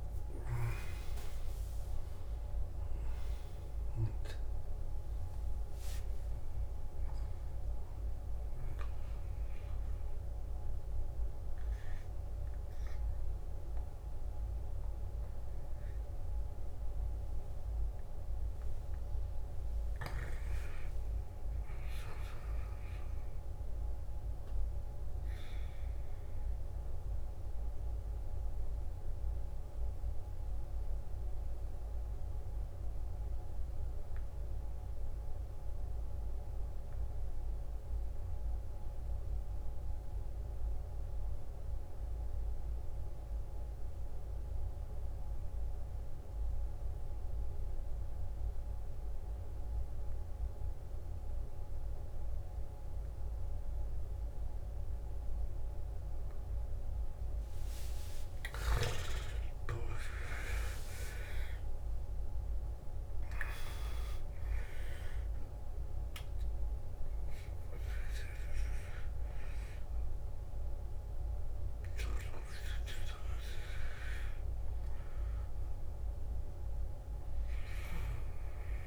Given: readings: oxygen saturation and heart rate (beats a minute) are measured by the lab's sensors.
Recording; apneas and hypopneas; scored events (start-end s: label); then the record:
breathing in sleep by a room microphone; 1
0.00-15.00 s: oxygen desaturation (device-marked, oxygen 87% lowest, heart rate 53 extreme)
19.50-23.00 s: arousal
25.50-58.00 s: mixed apnea (oxygen 99% before, 87% lowest, heart rate 61 before, 53 extreme, up 18 after)
42.00-78.87 s: oxygen desaturation (device-marked, oxygen 97% before, 87% lowest, heart rate 57 before, 55 extreme)
58.50-63.50 s: arousal
From the record:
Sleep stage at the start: N2 (light sleep); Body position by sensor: on the back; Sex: male